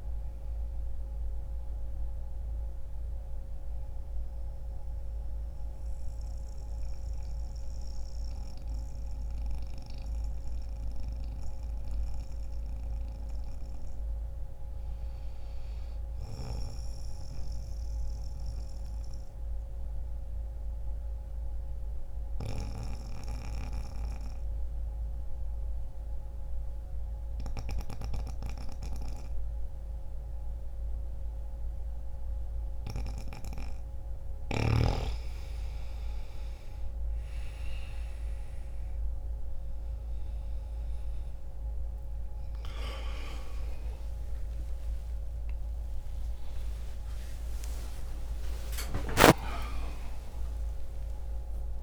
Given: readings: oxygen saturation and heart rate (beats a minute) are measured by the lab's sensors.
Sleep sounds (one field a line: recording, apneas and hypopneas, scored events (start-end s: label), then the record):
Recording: a person partly awake in a sleep study, by a room microphone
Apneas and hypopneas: 2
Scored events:
0.00-13.50 s: oxygen desaturation (device-marked, oxygen 85% lowest, heart rate 60 extreme)
0.50-13.00 s: central apnea (oxygen 95% before, 85% lowest, heart rate 62 before, 60 extreme, up 3 after)
14.50-16.50 s: arousal
18.00-32.50 s: obstructive apnea (oxygen 97% before, 87% lowest, heart rate 61 before, 60 extreme, up 2 after)
30.50-51.83 s: oxygen desaturation (device-marked, oxygen 96% before, 88% lowest, heart rate 61 before, 61 extreme)
32.50-51.83 s: new sleep stage, awake
From the record:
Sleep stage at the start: N2 (light sleep)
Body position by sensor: on the back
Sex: male